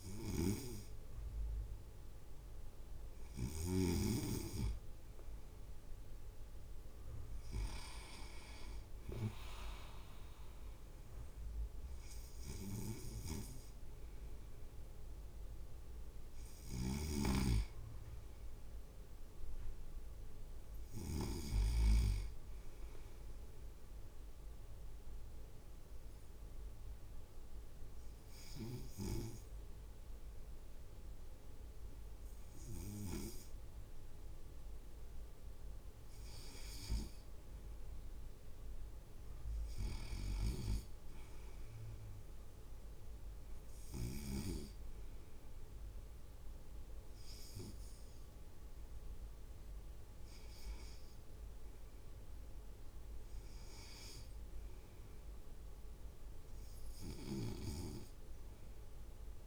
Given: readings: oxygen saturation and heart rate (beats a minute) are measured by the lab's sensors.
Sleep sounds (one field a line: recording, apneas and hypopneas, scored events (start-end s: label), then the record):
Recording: breathing in sleep by a room microphone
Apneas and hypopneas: 1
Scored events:
0.00-4.00 s: snoring (device-marked)
13.00-21.50 s: snoring (device-marked)
24.00-37.50 s: obstructive apnea (oxygen 98% before, 96% lowest)
40.00-43.00 s: arousal
40.50-59.47 s: new sleep stage, REM sleep
From the record:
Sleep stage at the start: N2 (light sleep)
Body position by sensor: on the right side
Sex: male